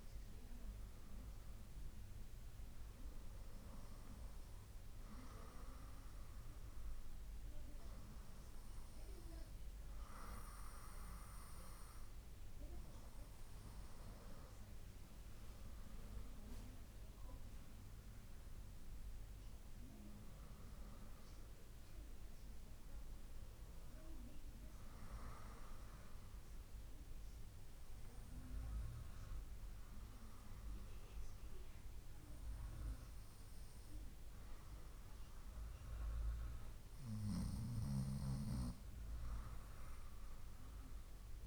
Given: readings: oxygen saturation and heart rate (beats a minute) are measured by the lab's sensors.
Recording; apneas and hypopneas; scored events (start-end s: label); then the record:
breathing in sleep by a room microphone; none
16.00-20.00 s: arousal
From the record:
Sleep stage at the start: N2 (light sleep); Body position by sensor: on the right side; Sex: female